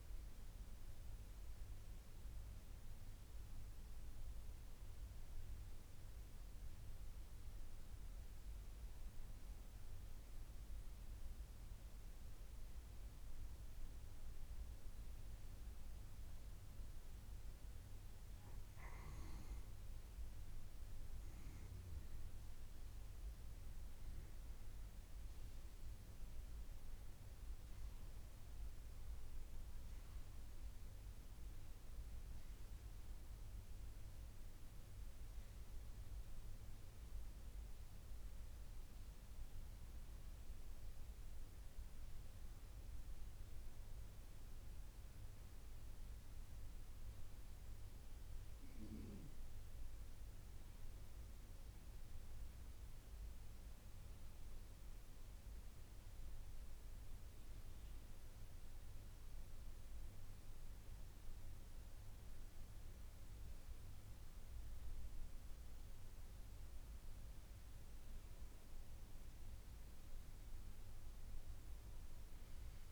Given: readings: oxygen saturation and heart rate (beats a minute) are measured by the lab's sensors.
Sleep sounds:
breathing in sleep, hard to hear, by a room microphone; none
35.50-72.92 s: new sleep stage, N2 (light sleep)
From the record:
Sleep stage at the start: N1 (lightest sleep); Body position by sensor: on the back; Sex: female

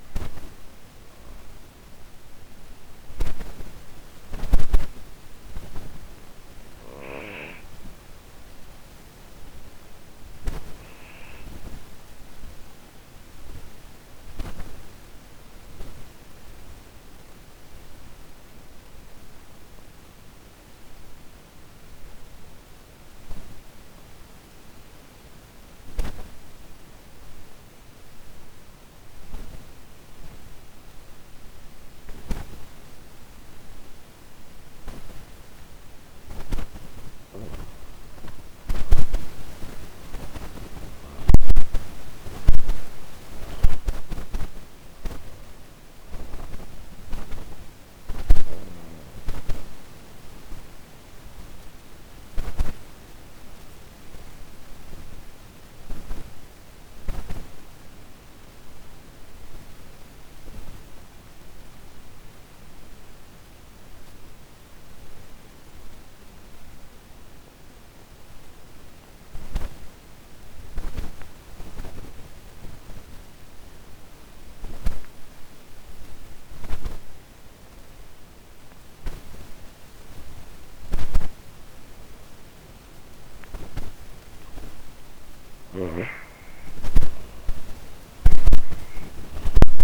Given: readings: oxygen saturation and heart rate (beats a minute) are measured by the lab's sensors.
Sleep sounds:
breathing in sleep by a microphone on the trachea; 2
0.00-2.50 s: arousal
8.50-32.50 s: obstructive apnea (oxygen 99% before, 88% lowest)
34.00-63.00 s: oxygen desaturation (device-marked, oxygen 98% before, 88% lowest)
35.50-39.50 s: arousal
35.50-40.00 s: snoring (device-marked)
52.00-81.00 s: obstructive apnea (oxygen 98% before, 84% lowest)
77.00-89.84 s: oxygen desaturation (device-marked, oxygen 99% before, 84% lowest)
83.50-89.00 s: arousal
84.00-88.00 s: snoring (device-marked)
From the record:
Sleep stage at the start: N2 (light sleep); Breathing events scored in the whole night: 396 in 5.8 hours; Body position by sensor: on the back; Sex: female

